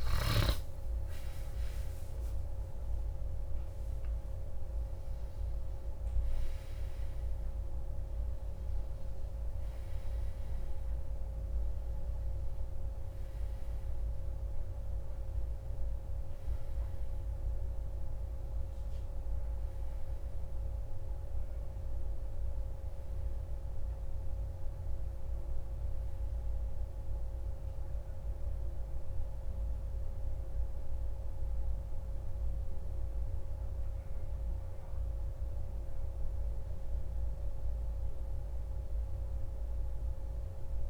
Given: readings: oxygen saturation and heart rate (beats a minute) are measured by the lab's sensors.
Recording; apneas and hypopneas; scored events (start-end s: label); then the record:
breathing in sleep, hard to hear, by a room microphone; none
0.00-2.50 s: arousal
0.00-23.00 s: oxygen desaturation (device-marked, oxygen 91% lowest)
30.00-40.90 s: new sleep stage, N2 (light sleep)
38.00-40.90 s: arousal
From the record:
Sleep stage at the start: N1 (lightest sleep); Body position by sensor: on the back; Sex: male